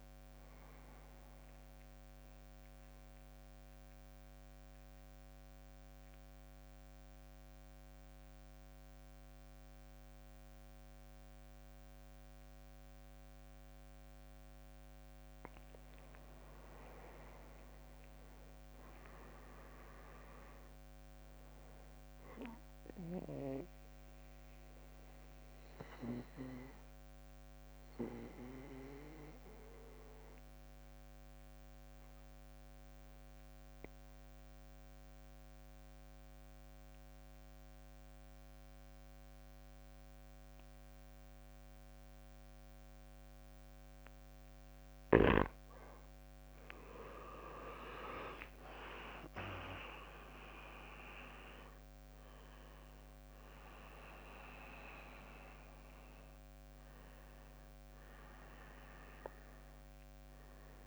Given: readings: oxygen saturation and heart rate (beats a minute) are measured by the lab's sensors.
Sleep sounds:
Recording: breathing in sleep by a microphone on the trachea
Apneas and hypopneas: 2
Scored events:
0.00-1.00 s: drop in pulse transit time (device-marked, heart rate 64 extreme)
0.00-6.00 s: oxygen desaturation (device-marked, oxygen 92% lowest, heart rate 56 extreme)
2.00-15.50 s: central apnea (oxygen 98% before, 91% lowest, heart rate 69 before, 56 extreme, up 12 after)
17.50-22.50 s: arousal
23.50-44.50 s: mixed apnea (oxygen 98% before, 91% lowest, heart rate 61 before, 58 extreme, up 11 after)
46.50-48.00 s: leg movement (device-marked)
46.50-51.00 s: arousal
48.00-60.87 s: oxygen desaturation (device-marked, oxygen 97% before, 91% lowest, heart rate 60 before, 54 extreme)
50.00-60.87 s: drop in pulse transit time (device-marked, heart rate 61 before, 66 extreme)
53.50-55.50 s: long interval between heartbeats (device-marked, heart rate 63 before, 74 extreme)
From the record:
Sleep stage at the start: N2 (light sleep)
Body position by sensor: on the back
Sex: male

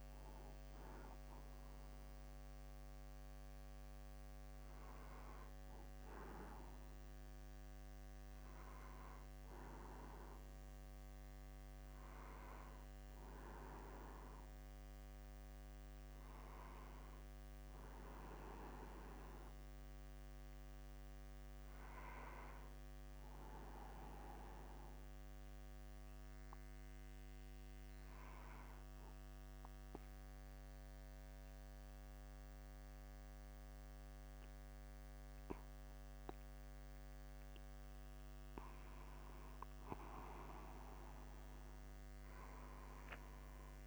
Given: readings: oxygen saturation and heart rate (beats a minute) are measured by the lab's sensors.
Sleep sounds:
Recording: a person partly awake in a sleep study, by a microphone on the trachea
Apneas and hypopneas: 1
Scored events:
15.00-43.87 s: new sleep stage, N2 (light sleep)
24.00-38.50 s: obstructive apnea (oxygen 97% before, 94% lowest, heart rate 52 before, 52 extreme, up 10 after)
From the record:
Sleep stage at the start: awake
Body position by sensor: upright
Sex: male

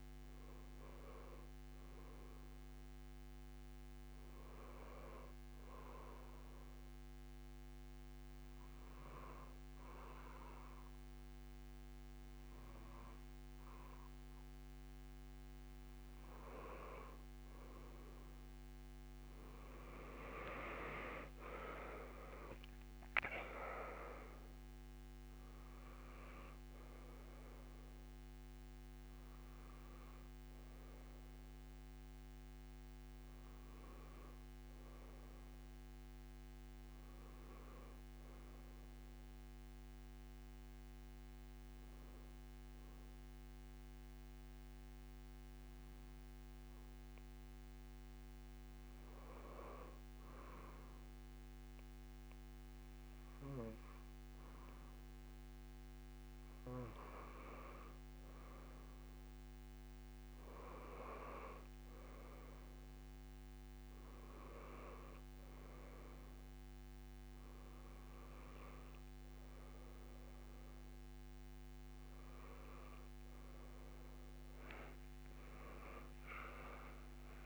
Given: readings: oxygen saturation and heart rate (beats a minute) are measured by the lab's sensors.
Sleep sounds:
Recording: breathing in sleep by a microphone on the trachea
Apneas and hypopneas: 1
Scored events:
17.00-22.50 s: arousal
20.50-41.50 s: oxygen desaturation (device-marked, oxygen 95% before, 92% lowest)
38.00-57.50 s: obstructive apnea (oxygen 95% before, 93% lowest)
61.50-77.45 s: new sleep stage, awake
From the record:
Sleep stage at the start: N2 (light sleep)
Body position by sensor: on the back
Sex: female

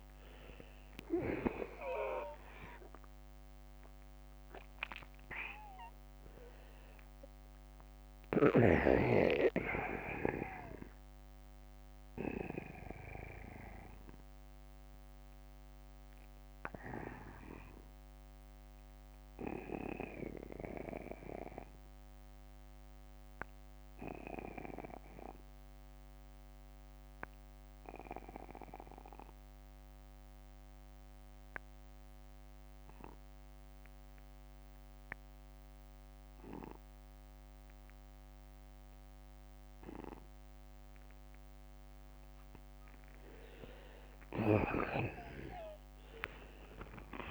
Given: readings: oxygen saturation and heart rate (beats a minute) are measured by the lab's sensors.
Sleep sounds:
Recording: breathing in sleep by a microphone on the trachea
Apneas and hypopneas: 1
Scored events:
0.00-2.00 s: oxygen desaturation (device-marked, oxygen 92% lowest, heart rate 50 extreme)
7.00-34.00 s: oxygen desaturation (device-marked, oxygen 93% before, 82% lowest, heart rate 66 before, 47 extreme)
11.50-41.00 s: obstructive apnea (oxygen 96% before, 82% lowest, heart rate 68 before, 47 extreme, up 7 after)
16.00-18.00 s: long interval between heartbeats (device-marked, heart rate 69 before, 53 extreme)
From the record:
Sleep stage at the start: N2 (light sleep)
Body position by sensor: on the back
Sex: male

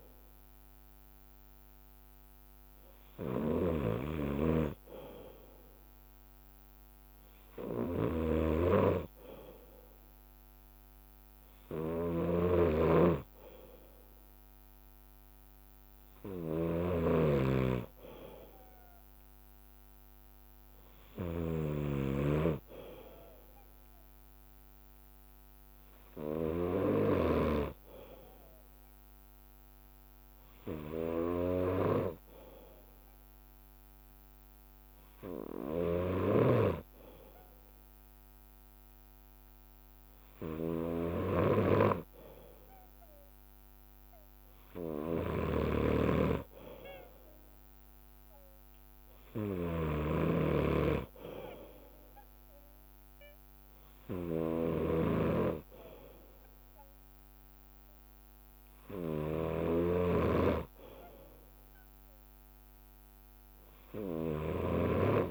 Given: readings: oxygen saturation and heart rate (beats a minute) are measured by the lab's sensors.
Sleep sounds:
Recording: breathing in sleep by a microphone on the trachea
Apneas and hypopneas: none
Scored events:
0.00-65.31 s: bradycardia (device-marked, heart rate 55 extreme)
2.00-5.50 s: leg movement (device-marked)
4.00-17.50 s: snoring (device-marked)
6.50-9.50 s: leg movement (device-marked)
7.00-19.00 s: drop in pulse transit time (device-marked, heart rate 61 before, 56 extreme)
11.50-14.00 s: leg movement (device-marked)
15.50-19.50 s: leg movement (device-marked)
26.00-32.00 s: leg movement (device-marked)
35.50-42.00 s: leg movement (device-marked)
45.50-50.50 s: snoring (device-marked)
49.00-52.50 s: leg movement (device-marked)
52.50-55.50 s: leg movement (device-marked)
59.50-65.31 s: leg movement (device-marked)
From the record:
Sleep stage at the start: N2 (light sleep)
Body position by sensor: on the left side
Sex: male

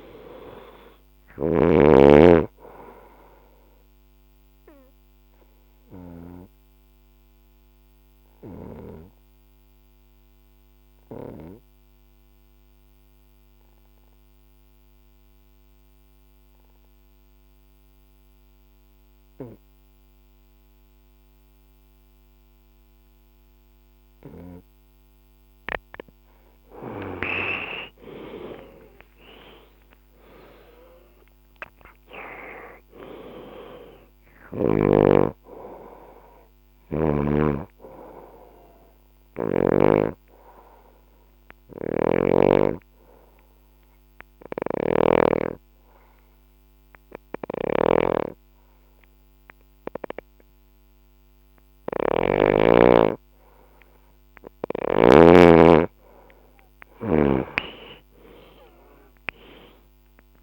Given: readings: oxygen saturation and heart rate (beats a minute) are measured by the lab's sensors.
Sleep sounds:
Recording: breathing in sleep by a microphone on the trachea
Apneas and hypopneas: 2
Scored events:
0.00-14.00 s: oxygen desaturation (device-marked, oxygen 89% lowest, heart rate 56 extreme)
2.00-24.00 s: obstructive apnea (oxygen 98% before, 89% lowest, heart rate 65 before, 56 extreme, up 14 after)
4.00-15.00 s: bradycardia (device-marked, heart rate 66 before, 56 extreme)
26.00-45.00 s: oxygen desaturation (device-marked, oxygen 98% before, 89% lowest, heart rate 60 before, 59 extreme)
27.50-31.50 s: arousal
33.50-56.00 s: obstructive apnea (oxygen 98% before, 89% lowest, heart rate 64 before, 56 extreme, up 17 after)
40.00-42.00 s: bradycardia (device-marked, heart rate 66 before, 61 extreme)
59.00-60.43 s: arousal
From the record:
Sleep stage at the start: N2 (light sleep)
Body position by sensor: on the left side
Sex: female

